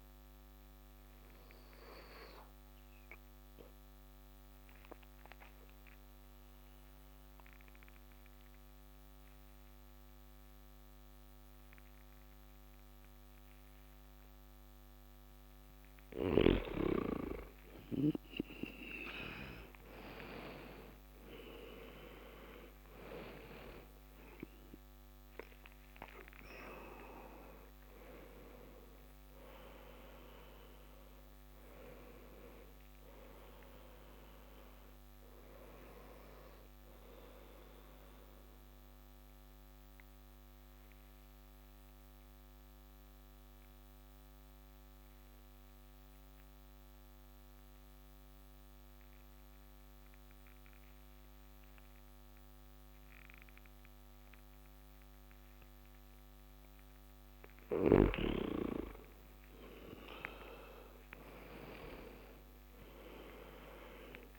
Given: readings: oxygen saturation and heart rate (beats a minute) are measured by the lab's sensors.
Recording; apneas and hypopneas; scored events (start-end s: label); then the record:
breathing in sleep by a microphone on the trachea; 2
1.00-15.00 s: mixed apnea (oxygen 97% before, 90% lowest)
19.00-23.50 s: arousal
21.00-51.00 s: oxygen desaturation (device-marked, oxygen 97% before, 90% lowest)
37.50-56.00 s: mixed apnea (oxygen 97% before, 90% lowest)
58.00-62.00 s: arousal
62.00-64.38 s: oxygen desaturation (device-marked, oxygen 97% before, 90% lowest)
From the record:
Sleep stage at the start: N2 (light sleep); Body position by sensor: on the back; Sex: male